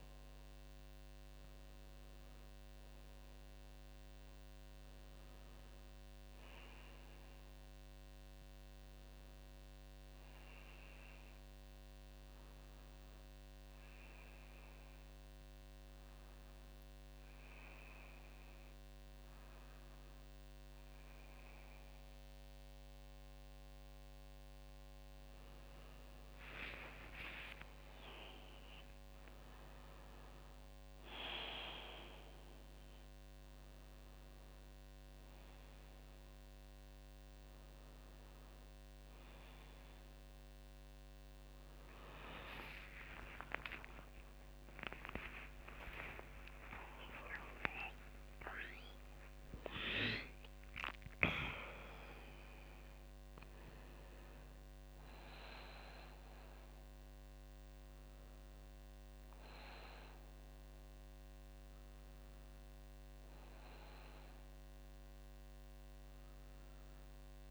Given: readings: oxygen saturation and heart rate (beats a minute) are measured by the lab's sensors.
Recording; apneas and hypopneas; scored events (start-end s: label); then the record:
breathing in sleep by a microphone on the trachea; none
42.00-47.50 s: arousal
42.50-47.50 s: tachycardia (device-marked, heart rate 53 before, 114 extreme)
44.50-46.50 s: long interval between heartbeats (device-marked, heart rate 57 before, 86 extreme)
44.50-67.50 s: new sleep stage, N1 (lightest sleep)
46.50-48.50 s: long interval between heartbeats (device-marked, heart rate 61 before, 114 extreme)
From the record:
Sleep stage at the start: N2 (light sleep); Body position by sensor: on the back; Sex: female